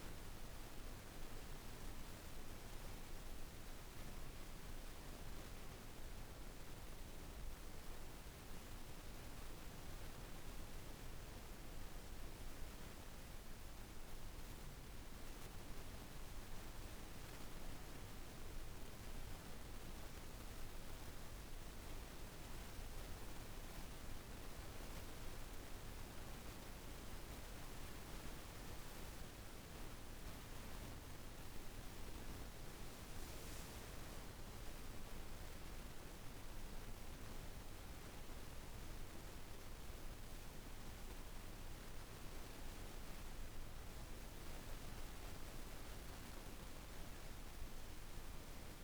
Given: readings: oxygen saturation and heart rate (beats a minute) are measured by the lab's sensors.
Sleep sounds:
breathing in sleep, hard to hear, by a room microphone; 1
0.00-9.50 s: oxygen desaturation (device-marked, oxygen 91% lowest, heart rate 53 extreme)
7.50-19.50 s: hypopnea (oxygen 96% before, 88% lowest, heart rate 72 before, 54 extreme, up 5 after)
19.50-37.50 s: oxygen desaturation (device-marked, oxygen 97% before, 89% lowest, heart rate 54 before, 54 extreme)
29.00-35.00 s: arousal
44.50-48.83 s: new sleep stage, N2 (light sleep)
From the record:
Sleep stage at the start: N1 (lightest sleep); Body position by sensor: on the back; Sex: female

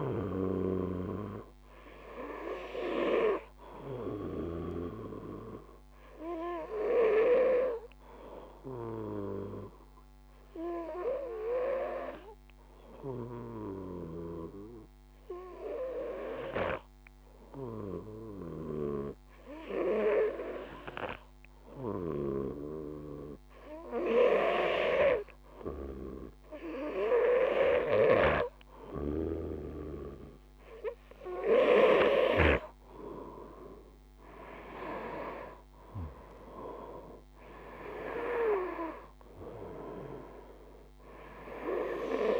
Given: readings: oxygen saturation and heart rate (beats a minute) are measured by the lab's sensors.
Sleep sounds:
breathing in sleep by a microphone on the trachea; 1
0.00-4.00 s: snoring (device-marked)
7.00-22.50 s: obstructive apnea (oxygen 96% before, 93% lowest, heart rate 54 before, 50 extreme, up 3 after)
26.00-29.50 s: arousal
27.00-32.00 s: snoring (device-marked)
39.50-42.40 s: oxygen desaturation (device-marked, oxygen 97% before, 93% lowest, heart rate 53 before, 51 extreme)
From the record:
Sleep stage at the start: N2 (light sleep); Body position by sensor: on the back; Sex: male

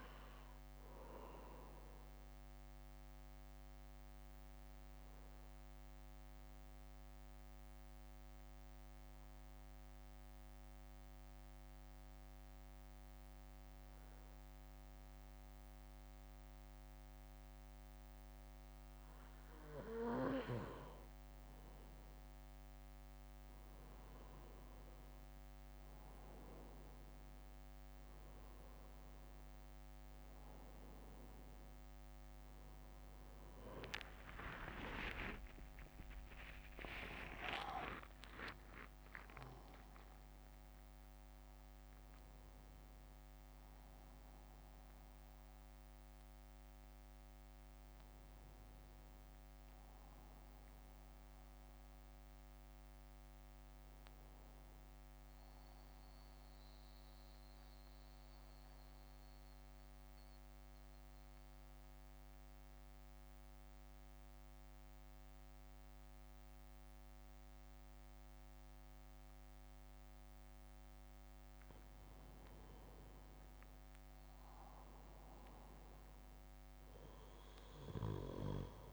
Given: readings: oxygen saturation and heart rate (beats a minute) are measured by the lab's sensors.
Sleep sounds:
breathing in sleep by a microphone on the trachea; 2
0.00-3.50 s: drop in pulse transit time (device-marked, heart rate 55 extreme)
0.00-15.50 s: oxygen desaturation (device-marked, oxygen 91% lowest, heart rate 55 extreme)
2.50-20.50 s: obstructive apnea (oxygen 96% before, 91% lowest, heart rate 59 before, 57 extreme, up 4 after)
34.00-36.00 s: long interval between heartbeats (device-marked, heart rate 59 before, 68 extreme)
34.00-38.50 s: arousal
37.00-39.00 s: long interval between heartbeats (device-marked, heart rate 61 before, 77 extreme)
39.50-57.50 s: oxygen desaturation (device-marked, oxygen 94% before, 91% lowest, heart rate 64 before, 56 extreme)
40.50-51.50 s: drop in pulse transit time (device-marked, heart rate 65 before, 61 extreme)
56.00-72.00 s: central apnea (oxygen 95% before, 93% lowest, heart rate 68 before, 55 extreme, up 5 after)
73.50-78.00 s: arousal
From the record:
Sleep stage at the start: N2 (light sleep); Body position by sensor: on the back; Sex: male

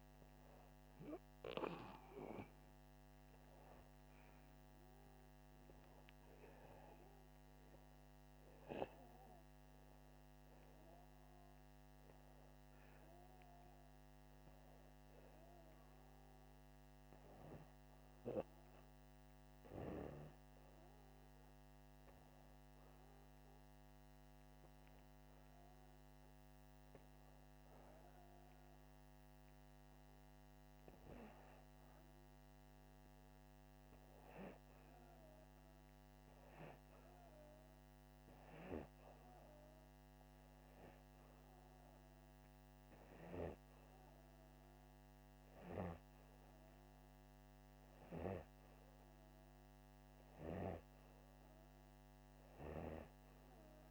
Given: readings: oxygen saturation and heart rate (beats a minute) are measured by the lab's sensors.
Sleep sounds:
breathing in sleep by a microphone on the trachea; 1
11.00-14.00 s: arousal
16.50-27.50 s: hypopnea (oxygen 97% before, 93% lowest, heart rate 88 before, 84 extreme, up 4 after)
29.00-31.50 s: arousal
From the record:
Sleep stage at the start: N2 (light sleep); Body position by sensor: upright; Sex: male

